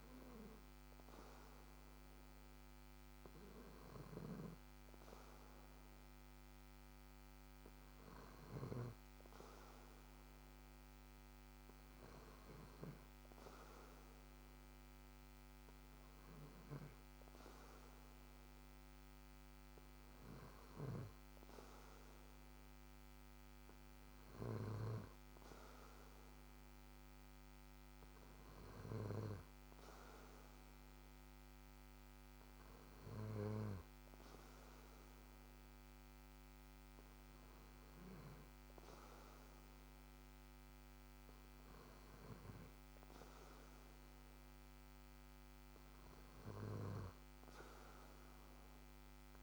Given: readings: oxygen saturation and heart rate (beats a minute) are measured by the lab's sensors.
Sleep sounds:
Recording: breathing in sleep by a microphone on the trachea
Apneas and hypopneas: none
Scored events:
none scored
From the record:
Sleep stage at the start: N2 (light sleep)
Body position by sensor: on the back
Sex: male

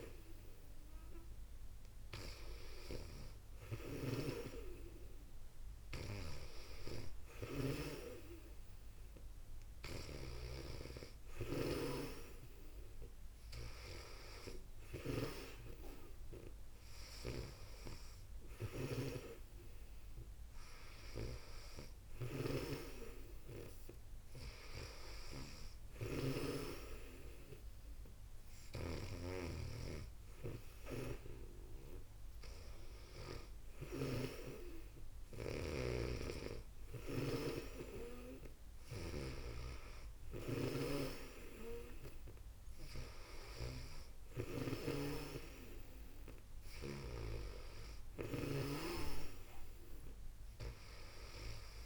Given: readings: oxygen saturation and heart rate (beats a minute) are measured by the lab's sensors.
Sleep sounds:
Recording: breathing in sleep by a room microphone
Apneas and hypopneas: none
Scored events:
0.00-33.00 s: snoring (device-marked)
35.00-51.85 s: snoring (device-marked)
From the record:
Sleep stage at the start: N2 (light sleep)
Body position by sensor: on the back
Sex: female

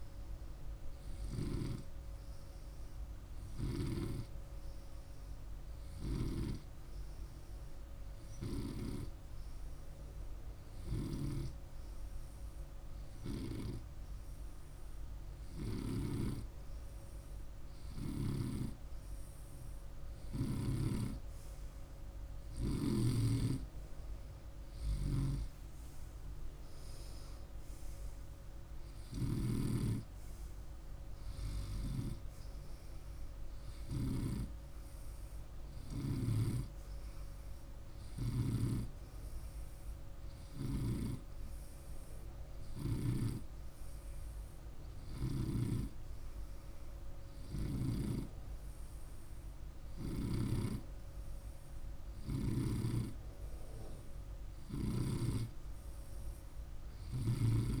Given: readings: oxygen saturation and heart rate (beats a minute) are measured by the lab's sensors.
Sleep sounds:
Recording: breathing in sleep by a room microphone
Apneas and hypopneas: none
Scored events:
15.00-20.00 s: snoring (device-marked)
28.50-33.50 s: snoring (device-marked)
49.50-54.50 s: snoring (device-marked)
From the record:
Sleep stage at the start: N2 (light sleep)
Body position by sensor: on the right side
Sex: male

